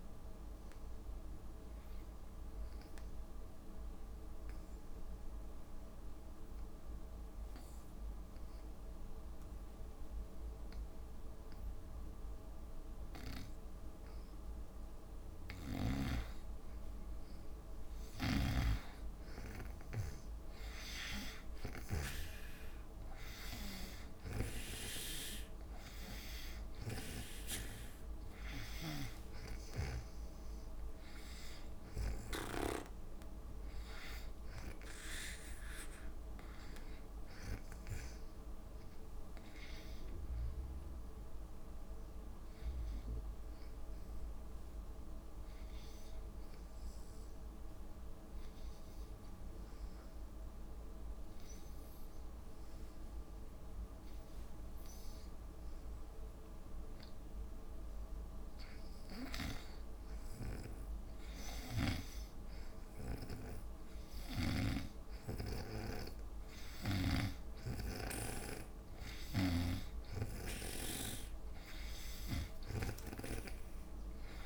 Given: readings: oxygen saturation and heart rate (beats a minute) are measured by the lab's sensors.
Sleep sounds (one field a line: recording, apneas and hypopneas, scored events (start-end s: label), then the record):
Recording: breathing in sleep by a room microphone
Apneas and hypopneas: 2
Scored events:
0.00-2.50 s: oxygen desaturation (device-marked, oxygen 72% lowest, heart rate 66 extreme)
2.00-16.50 s: obstructive apnea (oxygen 95% before, 86% lowest, heart rate 74 before, 59 extreme, up 4 after)
19.50-23.50 s: arousal
20.50-36.50 s: oxygen desaturation (device-marked, oxygen 99% before, 86% lowest, heart rate 68 before, 57 extreme)
45.00-57.00 s: obstructive apnea (oxygen 97% before, 87% lowest, heart rate 65 before, 62 extreme, up 3 after)
58.50-74.45 s: oxygen desaturation (device-marked, oxygen 95% before, 87% lowest, heart rate 61 before, 59 extreme)
61.00-65.00 s: arousal
67.50-74.45 s: drop in pulse transit time (device-marked, heart rate 63 before, 66 extreme)
From the record:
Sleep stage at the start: N2 (light sleep)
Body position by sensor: on the back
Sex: female